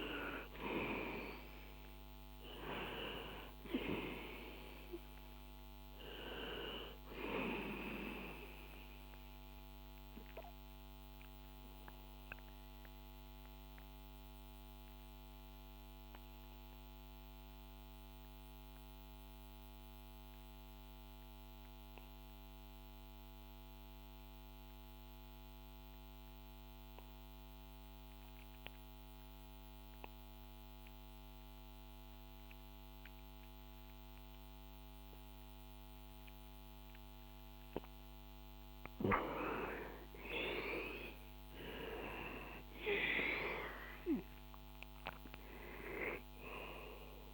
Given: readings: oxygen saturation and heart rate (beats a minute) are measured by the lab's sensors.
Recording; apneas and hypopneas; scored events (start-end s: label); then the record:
breathing in sleep by a microphone on the trachea; 1
0.50-4.00 s: arousal
9.50-37.00 s: mixed apnea (oxygen 96% before, 88% lowest, heart rate 68 before, 57 extreme, up 6 after)
38.00-41.50 s: arousal
42.00-47.34 s: oxygen desaturation (device-marked, oxygen 96% before, 88% lowest, heart rate 64 before, 57 extreme)
From the record:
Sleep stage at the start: N2 (light sleep); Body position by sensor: on the back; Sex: male